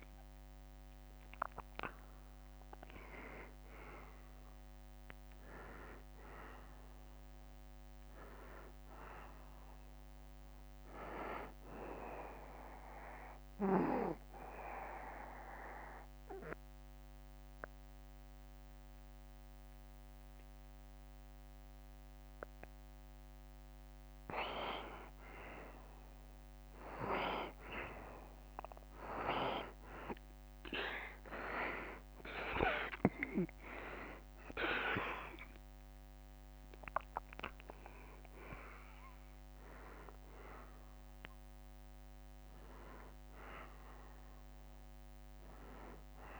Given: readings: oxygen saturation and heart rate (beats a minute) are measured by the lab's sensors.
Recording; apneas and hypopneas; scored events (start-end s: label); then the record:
breathing in sleep by a microphone on the trachea; 1
0.00-14.00 s: oxygen desaturation (device-marked, oxygen 90% lowest, heart rate 69 extreme)
13.50-24.50 s: obstructive apnea (oxygen 94% before, 90% lowest, heart rate 77 before, 69 extreme, up 0 after)
32.00-43.00 s: oxygen desaturation (device-marked, oxygen 94% before, 90% lowest, heart rate 72 before, 72 extreme)
33.50-38.00 s: arousal
From the record:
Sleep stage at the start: N2 (light sleep); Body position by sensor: on the right side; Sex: male